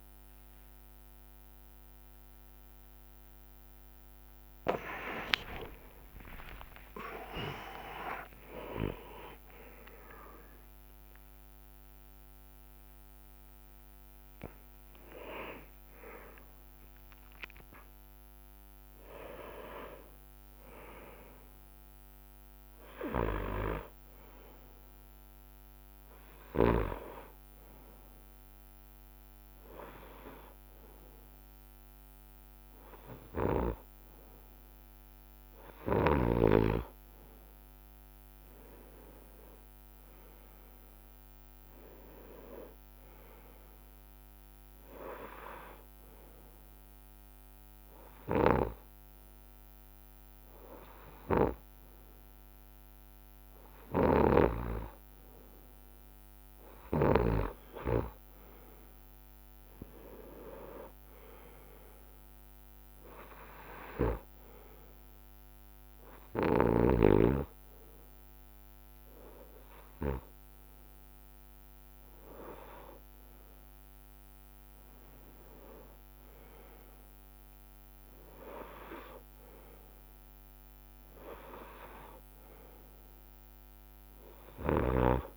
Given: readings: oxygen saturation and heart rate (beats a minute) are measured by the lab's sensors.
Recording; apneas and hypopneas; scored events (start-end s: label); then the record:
a person partly awake in a sleep study, by a microphone on the trachea; 2
0.00-7.50 s: drop in pulse transit time (device-marked, heart rate 71 extreme)
3.50-14.50 s: oxygen desaturation (device-marked, oxygen 95% before, 92% lowest, heart rate 72 before, 58 extreme)
4.50-10.50 s: tachycardia (device-marked, heart rate 64 before, 120 extreme)
5.50-7.50 s: long interval between heartbeats (device-marked, heart rate 72 before, 82 extreme)
7.50-9.50 s: long interval between heartbeats (device-marked, heart rate 74 before, 107 extreme)
21.50-85.37 s: new sleep stage, N2 (light sleep)
22.50-34.50 s: bradycardia (device-marked, heart rate 65 before, 58 extreme)
27.50-37.50 s: hypopnea (oxygen 97% before, 93% lowest, heart rate 85 before, 58 extreme, up 8 after)
39.50-43.00 s: arousal
46.00-56.00 s: hypopnea (oxygen 97% before, 93% lowest, heart rate 60 before, 60 extreme, up 7 after)
55.50-64.50 s: drop in pulse transit time (device-marked, heart rate 62 before, 61 extreme)
58.50-62.50 s: arousal
63.50-80.50 s: oxygen desaturation (device-marked, oxygen 96% before, 93% lowest, heart rate 63 before, 59 extreme)
81.50-83.50 s: bradycardia (device-marked, heart rate 65 before, 62 extreme)
From the record:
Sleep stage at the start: awake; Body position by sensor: on the right side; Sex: male